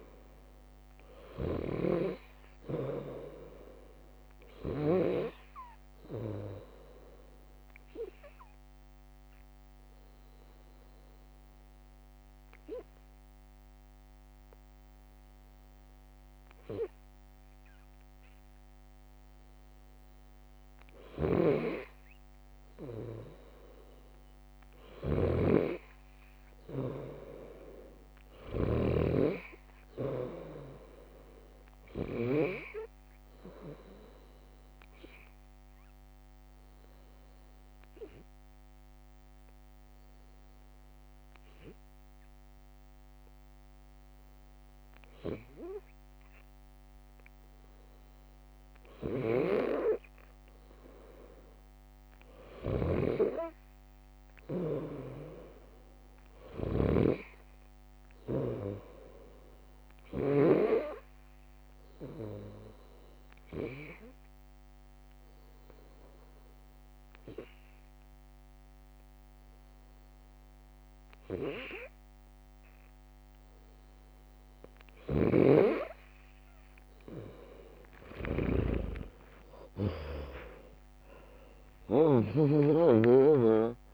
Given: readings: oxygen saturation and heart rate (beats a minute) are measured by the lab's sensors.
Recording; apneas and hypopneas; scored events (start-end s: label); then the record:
breathing in sleep by a microphone on the trachea; 3
0.00-4.00 s: bradycardia (device-marked, heart rate 54 extreme)
0.00-4.50 s: snoring (device-marked)
7.00-19.00 s: drop in pulse transit time (device-marked, heart rate 57 before, 61 extreme)
8.50-21.50 s: hypopnea (oxygen 100% before, 96% lowest, heart rate 57 before, 56 extreme, up 2 after)
17.00-32.00 s: bradycardia (device-marked, heart rate 67 before, 56 extreme)
20.50-28.50 s: snoring (device-marked)
27.00-30.00 s: arousal
36.00-48.00 s: drop in pulse transit time (device-marked, heart rate 59 before, 61 extreme)
36.50-47.00 s: obstructive apnea (oxygen 99% before, 95% lowest, heart rate 59 before, 56 extreme)
46.00-58.00 s: bradycardia (device-marked, heart rate 67 before, 56 extreme)
51.00-54.00 s: arousal
52.00-60.00 s: snoring (device-marked)
63.00-67.00 s: drop in pulse transit time (device-marked, heart rate 63 before, 61 extreme)
65.00-75.50 s: hypopnea (oxygen 98% before, 95% lowest, heart rate 61 before, 57 extreme, up 29 after)
71.00-76.00 s: bradycardia (device-marked, heart rate 67 before, 57 extreme)
74.50-82.00 s: snoring (device-marked)
77.00-83.50 s: arousal
81.00-83.93 s: drop in pulse transit time (device-marked, heart rate 66 before, 71 extreme)
From the record:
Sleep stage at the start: N2 (light sleep); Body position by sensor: on the left side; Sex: female